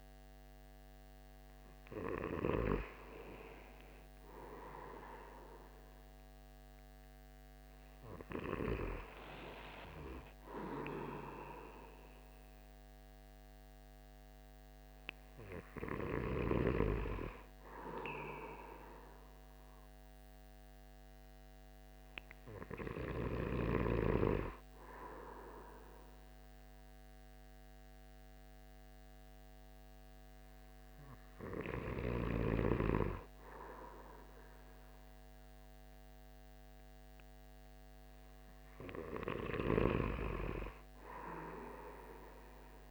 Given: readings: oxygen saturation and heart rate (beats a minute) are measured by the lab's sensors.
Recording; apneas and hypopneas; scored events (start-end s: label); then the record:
breathing in sleep by a microphone on the trachea; none
none scored
From the record:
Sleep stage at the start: N2 (light sleep); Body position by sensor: on the back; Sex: male